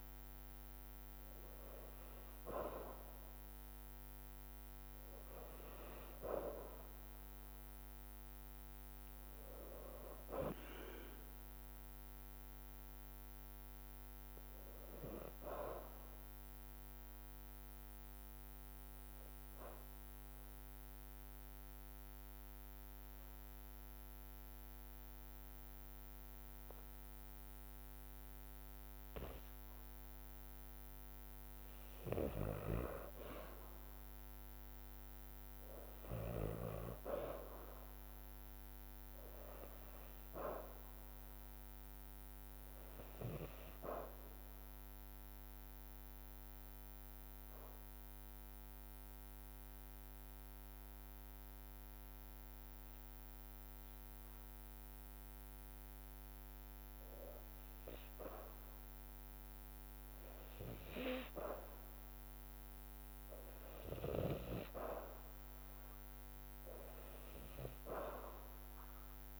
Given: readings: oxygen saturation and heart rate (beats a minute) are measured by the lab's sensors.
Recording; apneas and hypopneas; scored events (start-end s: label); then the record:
breathing in sleep by a microphone on the trachea; 2
18.50-30.00 s: obstructive apnea (oxygen 99% before, 89% lowest, heart rate 56 before, 53 extreme, up 2 after)
33.50-38.00 s: arousal
38.50-53.50 s: oxygen desaturation (device-marked, oxygen 98% before, 89% lowest, heart rate 54 before, 54 extreme)
45.50-56.00 s: obstructive apnea (oxygen 98% before, 88% lowest, heart rate 54 before, 54 extreme, up 2 after)
50.50-63.50 s: drop in pulse transit time (device-marked, heart rate 55 before, 54 extreme)
59.50-63.50 s: arousal
From the record:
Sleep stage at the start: N2 (light sleep); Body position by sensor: on the back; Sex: female